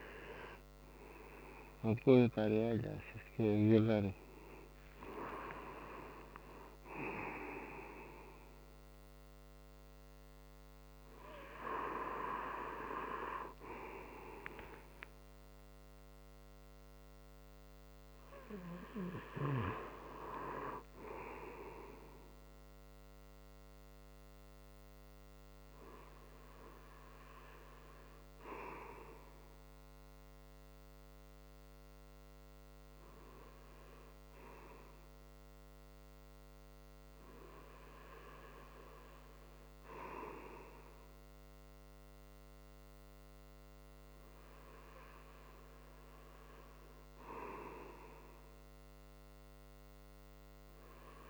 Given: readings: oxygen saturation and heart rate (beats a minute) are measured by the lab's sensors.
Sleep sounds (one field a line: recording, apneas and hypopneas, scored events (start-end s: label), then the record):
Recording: breathing in sleep by a microphone on the trachea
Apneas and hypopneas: none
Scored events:
none scored
From the record:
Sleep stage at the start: REM sleep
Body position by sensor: on the right side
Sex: male